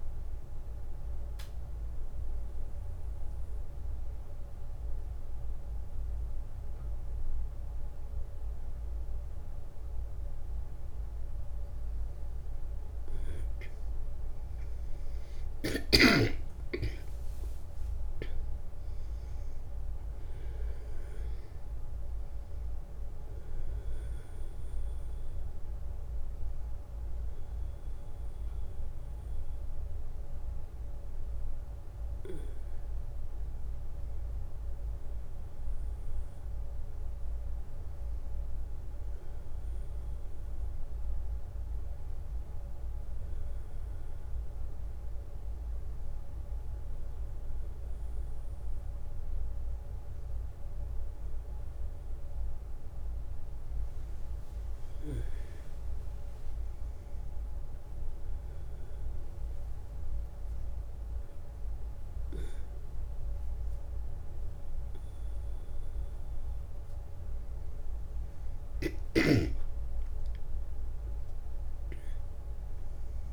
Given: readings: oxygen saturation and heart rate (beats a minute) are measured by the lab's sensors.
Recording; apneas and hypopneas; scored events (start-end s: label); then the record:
breathing in sleep, hard to hear, by a room microphone; 1
0.50-12.00 s: obstructive apnea (oxygen 96% before, 92% lowest, heart rate 66 before, 63 extreme, up 37 after)
13.50-18.00 s: arousal
19.50-28.50 s: oxygen desaturation (device-marked, oxygen 95% before, 92% lowest, heart rate 72 before, 63 extreme)
61.50-73.33 s: new sleep stage, awake
From the record:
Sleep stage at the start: N1 (lightest sleep); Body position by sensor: on the back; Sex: male